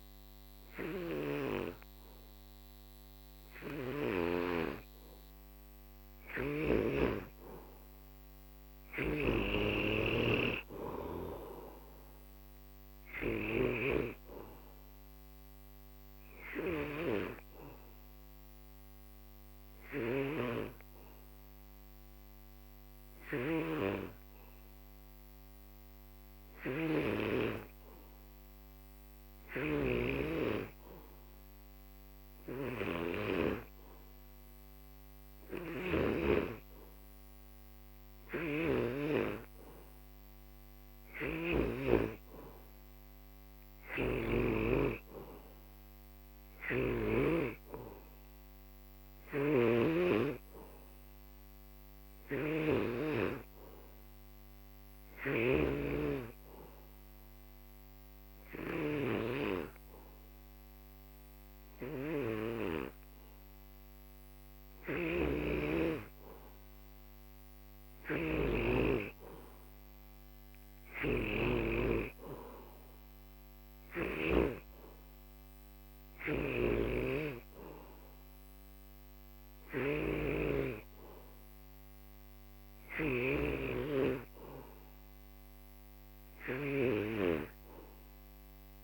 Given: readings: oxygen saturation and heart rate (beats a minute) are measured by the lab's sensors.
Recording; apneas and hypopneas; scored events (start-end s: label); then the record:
breathing in sleep by a microphone on the trachea; none
0.00-4.00 s: snoring (device-marked)
6.00-39.00 s: snoring (device-marked)
14.00-25.00 s: oxygen desaturation (device-marked, oxygen 92% before, 87% lowest, heart rate 65 before, 53 extreme)
34.00-88.84 s: new sleep stage, N3 (deep sleep)
41.00-44.50 s: snoring (device-marked)
49.00-74.50 s: snoring (device-marked)
76.50-88.84 s: snoring (device-marked)
From the record:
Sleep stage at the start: N2 (light sleep); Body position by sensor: on the back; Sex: male